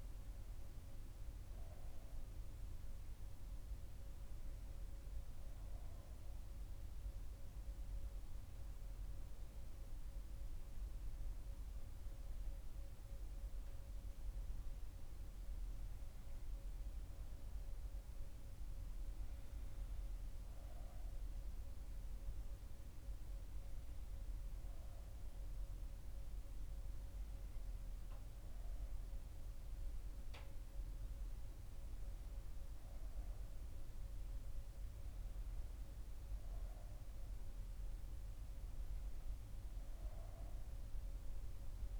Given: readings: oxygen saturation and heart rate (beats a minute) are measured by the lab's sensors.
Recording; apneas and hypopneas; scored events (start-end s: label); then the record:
breathing in sleep, hard to hear, by a room microphone; 1
17.00-42.00 s: new sleep stage, N2 (light sleep)
20.00-33.50 s: hypopnea (oxygen 98% before, 92% lowest, heart rate 65 before, 60 extreme, up 2 after)
25.00-42.00 s: oxygen desaturation (device-marked, oxygen 98% before, 92% lowest, heart rate 62 before, 60 extreme)
From the record:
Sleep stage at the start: N1 (lightest sleep); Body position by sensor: on the right side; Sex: female